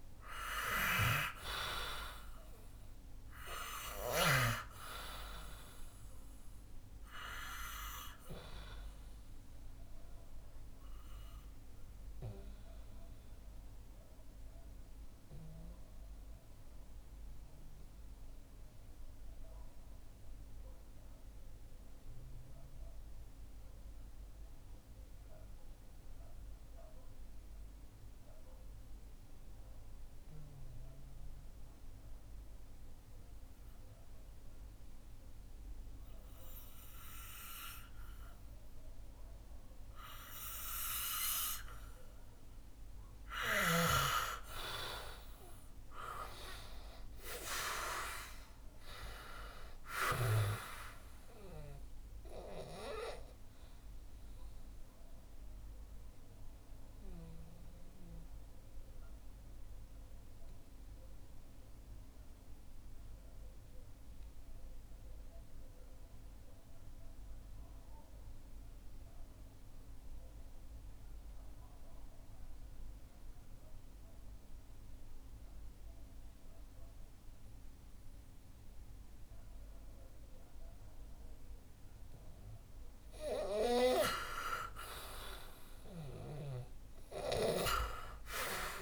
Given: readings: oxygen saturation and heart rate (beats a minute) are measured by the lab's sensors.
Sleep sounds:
breathing in sleep by a room microphone; 2
0.00-1.00 s: arousal
0.00-4.00 s: snoring (device-marked)
0.00-25.00 s: oxygen desaturation (device-marked, oxygen 90% lowest, heart rate 59 extreme)
9.50-42.00 s: obstructive apnea (oxygen 99% before, 89% lowest, heart rate 66 before, 57 extreme, up 6 after)
43.00-46.50 s: arousal
49.00-72.00 s: oxygen desaturation (device-marked, oxygen 95% before, 89% lowest, heart rate 65 before, 57 extreme)
51.50-81.50 s: obstructive apnea (oxygen 98% before, 89% lowest, heart rate 65 before, 57 extreme, up 3 after)
84.50-88.00 s: arousal
From the record:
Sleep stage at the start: N2 (light sleep); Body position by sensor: on the back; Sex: male

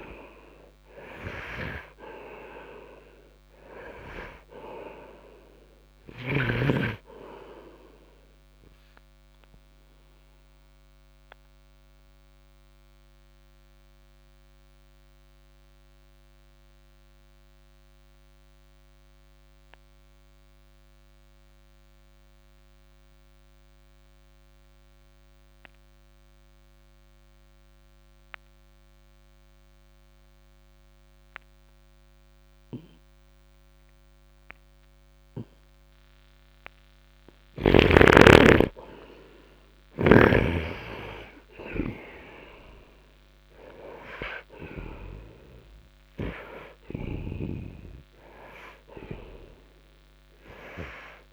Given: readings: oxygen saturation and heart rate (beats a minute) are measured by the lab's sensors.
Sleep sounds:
breathing in sleep by a microphone on the trachea; 1
0.00-1.00 s: arousal
0.00-23.00 s: oxygen desaturation (device-marked, oxygen 72% lowest, heart rate 52 extreme)
8.50-36.50 s: obstructive apnea (oxygen 98% before, 72% lowest, heart rate 57 before, 56 extreme, up 5 after)
38.00-41.50 s: arousal
48.00-51.33 s: oxygen desaturation (device-marked, oxygen 91% before, 74% lowest, heart rate 61 before, 55 extreme)
From the record:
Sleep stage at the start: N2 (light sleep); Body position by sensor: on the right side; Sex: male

